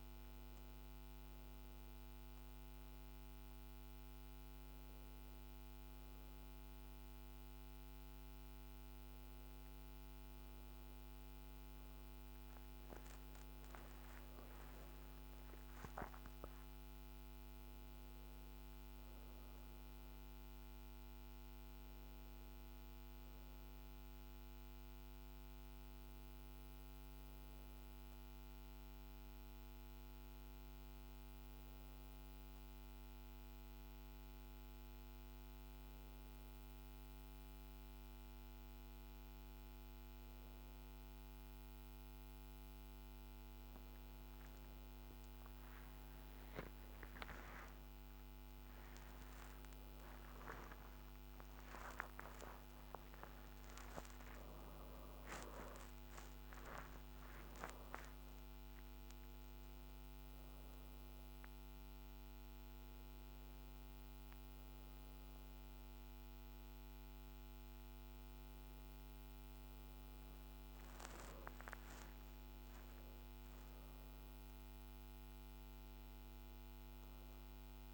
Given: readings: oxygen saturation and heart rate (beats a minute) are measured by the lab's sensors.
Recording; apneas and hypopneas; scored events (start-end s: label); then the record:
breathing in sleep, hard to hear, by a microphone on the trachea; none
0.00-1.50 s: oxygen desaturation (device-marked, oxygen 91% lowest, heart rate 53 extreme)
12.00-15.50 s: arousal
49.00-56.00 s: arousal
From the record:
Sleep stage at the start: N1 (lightest sleep); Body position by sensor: on the back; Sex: female